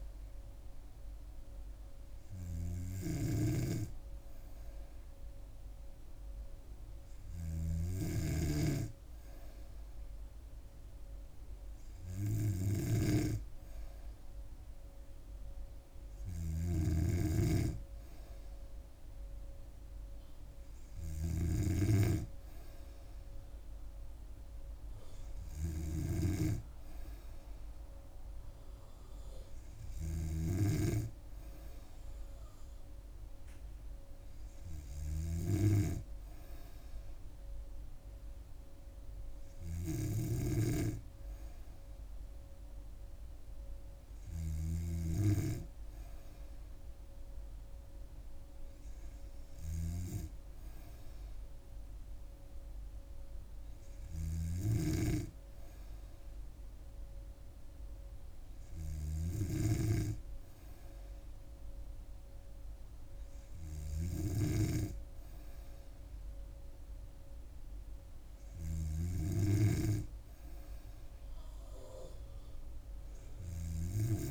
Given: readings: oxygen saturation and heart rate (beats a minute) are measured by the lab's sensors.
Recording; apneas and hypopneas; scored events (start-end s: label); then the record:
breathing in sleep by a room microphone; none
3.00-17.50 s: snoring (device-marked)
26.00-30.50 s: snoring (device-marked)
54.50-60.00 s: snoring (device-marked)
69.50-74.31 s: snoring (device-marked)
From the record:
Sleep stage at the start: N2 (light sleep); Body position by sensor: on the back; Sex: female